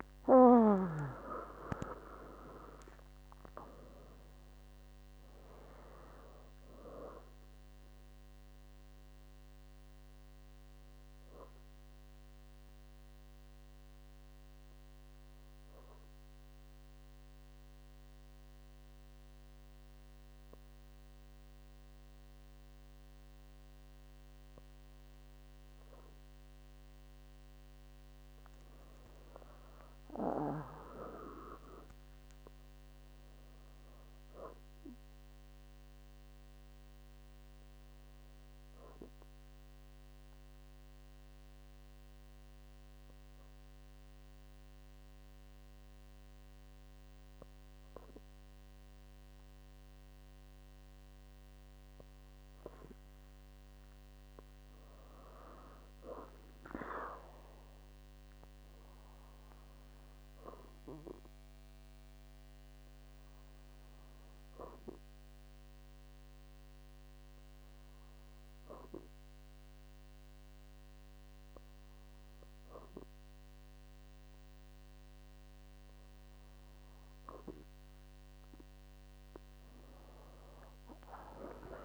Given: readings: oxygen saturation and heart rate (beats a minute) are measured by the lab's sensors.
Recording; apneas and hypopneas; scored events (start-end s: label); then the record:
breathing in sleep by a microphone on the trachea; 3
0.00-2.00 s: arousal
16.50-28.50 s: obstructive apnea (oxygen 98% before, 97% lowest, heart rate 94 before, 61 extreme, up 18 after)
30.00-33.50 s: arousal
39.00-52.50 s: obstructive apnea (oxygen 99% before, 96% lowest, heart rate 69 before, 61 extreme, up 8 after)
53.50-57.50 s: arousal
64.50-77.50 s: hypopnea (oxygen 99% before, 95% lowest, heart rate 65 before, 62 extreme)
From the record:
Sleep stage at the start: N2 (light sleep); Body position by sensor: on the back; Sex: female